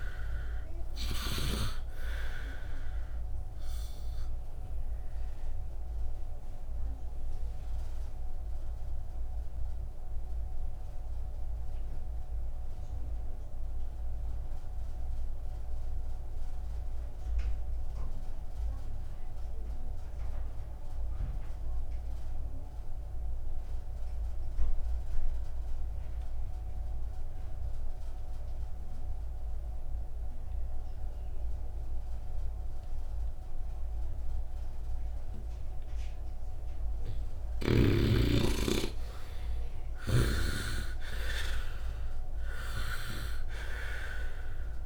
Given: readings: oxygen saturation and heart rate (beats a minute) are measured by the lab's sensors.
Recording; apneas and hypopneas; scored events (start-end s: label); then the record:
breathing in sleep by a room microphone; 1
0.00-21.50 s: oxygen desaturation (device-marked, oxygen 73% lowest, heart rate 51 extreme)
4.50-36.00 s: obstructive apnea (oxygen 97% before, 72% lowest, heart rate 56 before, 51 extreme, up 7 after)
32.50-44.86 s: oxygen desaturation (device-marked, oxygen 98% before, 72% lowest, heart rate 66 before, 52 extreme)
38.00-42.50 s: arousal
From the record:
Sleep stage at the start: N2 (light sleep); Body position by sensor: on the right side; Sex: male